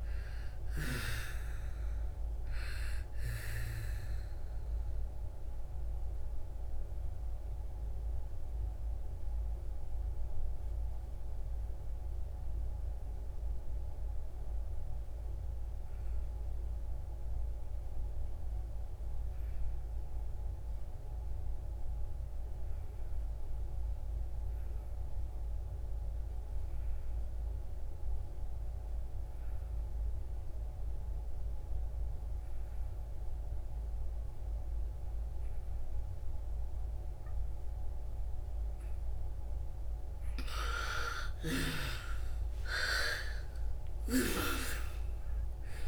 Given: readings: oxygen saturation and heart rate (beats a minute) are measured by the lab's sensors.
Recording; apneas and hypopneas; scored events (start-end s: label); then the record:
breathing in sleep by a room microphone; 1
0.00-21.00 s: oxygen desaturation (device-marked, oxygen 69% lowest)
3.00-39.00 s: mixed apnea (oxygen 99% before, 69% lowest)
30.00-45.88 s: oxygen desaturation (device-marked, oxygen 99% before, 71% lowest)
40.50-45.88 s: arousal
From the record:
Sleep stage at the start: REM sleep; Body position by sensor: on the back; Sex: female